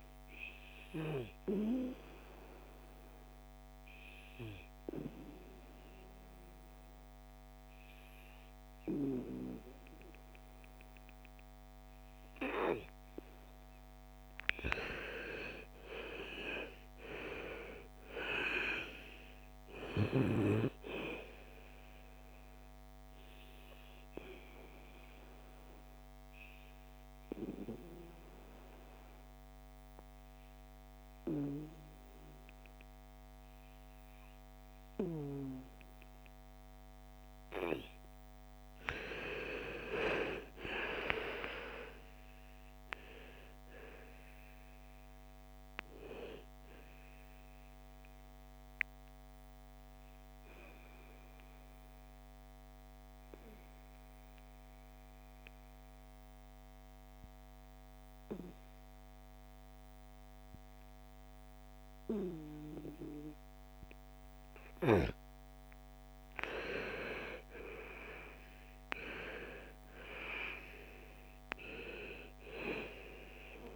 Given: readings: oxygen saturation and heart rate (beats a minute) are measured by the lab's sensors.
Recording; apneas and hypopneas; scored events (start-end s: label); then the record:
breathing in sleep by a microphone on the trachea; 3
1.50-14.00 s: obstructive apnea (oxygen 98% before, 89% lowest, heart rate 58 before, 55 extreme, up 9 after)
4.00-14.00 s: oxygen desaturation (device-marked, oxygen 98% before, 91% lowest, heart rate 58 before, 55 extreme)
15.50-20.00 s: arousal
23.50-38.50 s: obstructive apnea (oxygen 98% before, 87% lowest, heart rate 59 before, 56 extreme, up 11 after)
24.00-34.00 s: oxygen desaturation (device-marked, oxygen 97% before, 89% lowest, heart rate 59 before, 56 extreme)
39.50-44.50 s: arousal
46.00-63.00 s: oxygen desaturation (device-marked, oxygen 98% before, 89% lowest, heart rate 58 before, 55 extreme)
50.00-65.50 s: obstructive apnea (oxygen 98% before, 86% lowest, heart rate 60 before, 55 extreme, up 14 after)
67.00-71.50 s: arousal
From the record:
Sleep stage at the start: N2 (light sleep); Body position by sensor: on the back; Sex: female